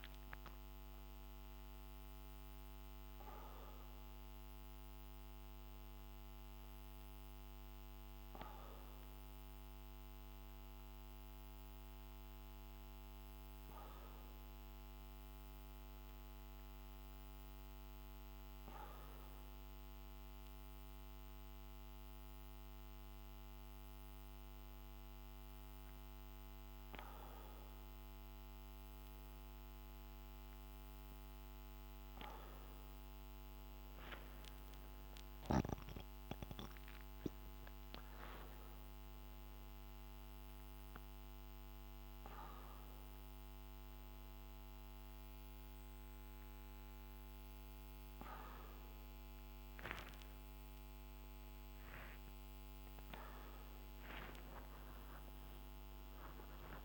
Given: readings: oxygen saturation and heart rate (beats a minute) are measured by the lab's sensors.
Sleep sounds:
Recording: a person awake in a sleep study, by a microphone on the trachea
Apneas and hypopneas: none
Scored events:
none scored
From the record:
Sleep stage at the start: awake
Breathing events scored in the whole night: 163 in 6.0 hours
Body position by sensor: upright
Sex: male

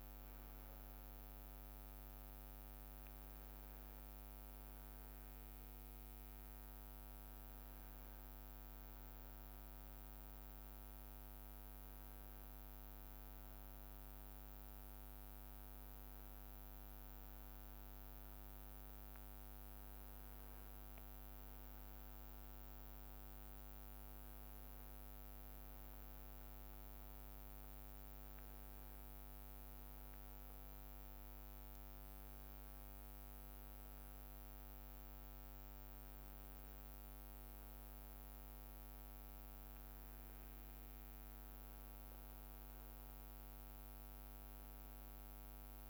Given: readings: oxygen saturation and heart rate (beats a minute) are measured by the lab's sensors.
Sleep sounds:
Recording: breathing in sleep, hard to hear, by a microphone on the trachea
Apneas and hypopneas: none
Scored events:
none scored
From the record:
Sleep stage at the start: N1 (lightest sleep)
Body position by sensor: on the right side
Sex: male

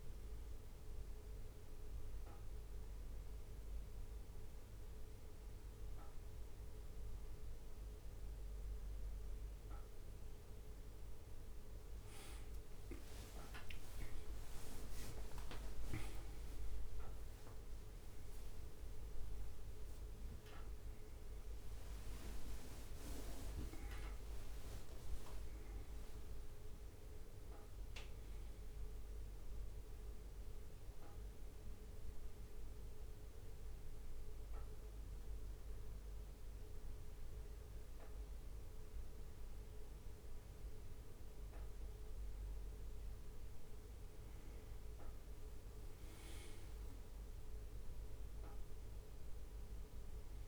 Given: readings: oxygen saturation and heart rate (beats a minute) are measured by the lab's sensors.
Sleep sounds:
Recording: a person awake in a sleep study, by a room microphone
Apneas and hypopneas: none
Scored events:
12.50-20.50 s: leg movement (device-marked)
14.00-44.00 s: new sleep stage, awake
20.50-26.00 s: leg movement (device-marked)
44.00-50.48 s: new sleep stage, N1 (lightest sleep)
From the record:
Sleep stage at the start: N1 (lightest sleep)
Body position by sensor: on the back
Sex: male

